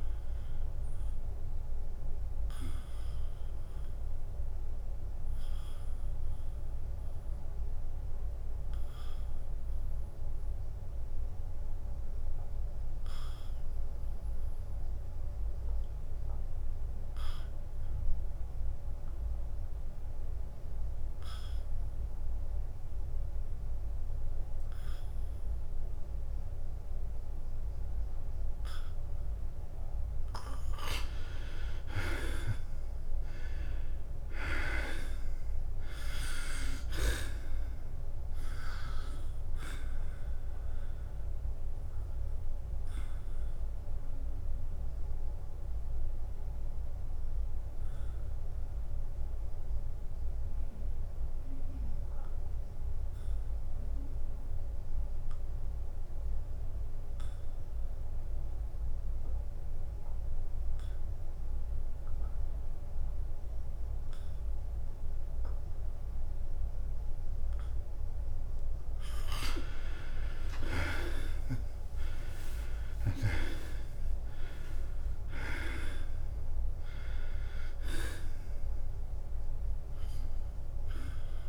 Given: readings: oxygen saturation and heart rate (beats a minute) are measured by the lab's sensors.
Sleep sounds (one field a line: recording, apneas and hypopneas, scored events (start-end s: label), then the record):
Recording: breathing in sleep by a room microphone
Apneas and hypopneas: 2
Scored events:
0.00-6.00 s: drop in pulse transit time (device-marked, heart rate 88 extreme)
0.00-16.00 s: oxygen desaturation (device-marked, oxygen 82% lowest, heart rate 88 extreme)
0.50-30.00 s: obstructive apnea (oxygen 97% before, 78% lowest, heart rate 91 before, 88 extreme, up 3 after)
18.00-61.00 s: oxygen desaturation (device-marked, oxygen 98% before, 78% lowest, heart rate 91 before, 87 extreme)
32.50-36.00 s: arousal
34.00-47.00 s: drop in pulse transit time (device-marked, heart rate 89 before, 91 extreme)
40.50-68.50 s: obstructive apnea (oxygen 98% before, 78% lowest, heart rate 90 before, 87 extreme, up 10 after)
71.50-75.00 s: arousal
72.00-81.48 s: drop in pulse transit time (device-marked, heart rate 89 before, 89 extreme)
75.00-80.00 s: oxygen desaturation (device-marked, oxygen 94% before, 89% lowest, heart rate 89 before, 89 extreme)
From the record:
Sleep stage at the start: N2 (light sleep)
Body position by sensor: on the back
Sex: male